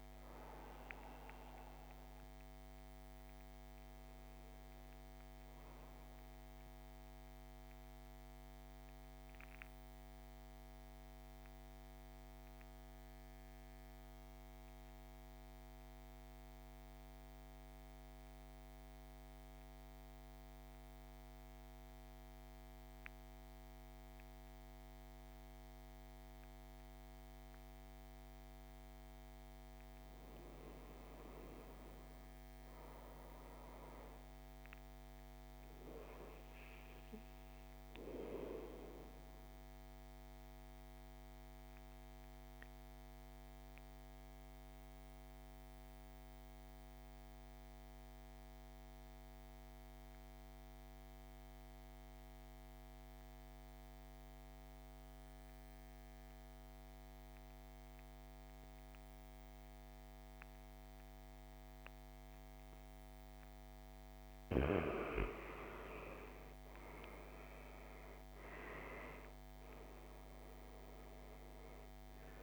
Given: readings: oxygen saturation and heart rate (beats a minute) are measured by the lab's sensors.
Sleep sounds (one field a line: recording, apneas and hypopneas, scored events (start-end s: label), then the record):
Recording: breathing in sleep by a microphone on the trachea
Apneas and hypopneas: 2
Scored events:
0.00-20.00 s: oxygen desaturation (device-marked, oxygen 85% lowest, heart rate 50 extreme)
6.00-28.00 s: central apnea (oxygen 99% before, 82% lowest, heart rate 61 before, 50 extreme, up 8 after)
30.00-33.00 s: arousal
36.00-51.00 s: oxygen desaturation (device-marked, oxygen 99% before, 88% lowest, heart rate 54 before, 54 extreme)
38.50-62.00 s: mixed apnea (oxygen 99% before, 81% lowest, heart rate 55 before, 49 extreme, up 12 after)
60.00-72.43 s: oxygen desaturation (device-marked, oxygen 98% before, 81% lowest, heart rate 56 before, 49 extreme)
66.00-71.50 s: arousal
From the record:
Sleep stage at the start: N2 (light sleep)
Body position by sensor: on the right side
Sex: male